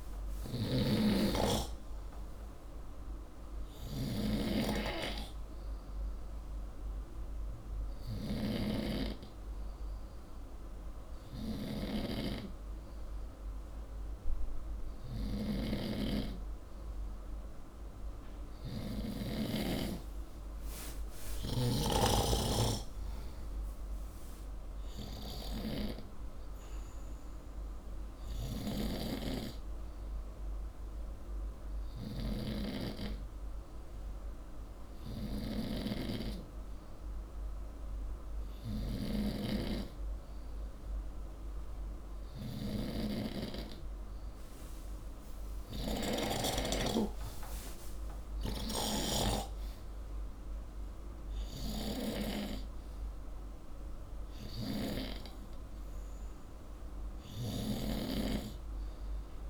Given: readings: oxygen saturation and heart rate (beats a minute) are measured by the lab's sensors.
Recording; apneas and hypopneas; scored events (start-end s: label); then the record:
breathing in sleep by a room microphone; none
0.00-1.50 s: arousal
0.50-19.50 s: snoring (device-marked)
35.50-39.00 s: snoring (device-marked)
51.00-58.00 s: oxygen desaturation (device-marked, oxygen 95% before, 92% lowest, heart rate 66 before, 63 extreme)
57.00-59.50 s: snoring (device-marked)
From the record:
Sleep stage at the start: N2 (light sleep); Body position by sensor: upright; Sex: male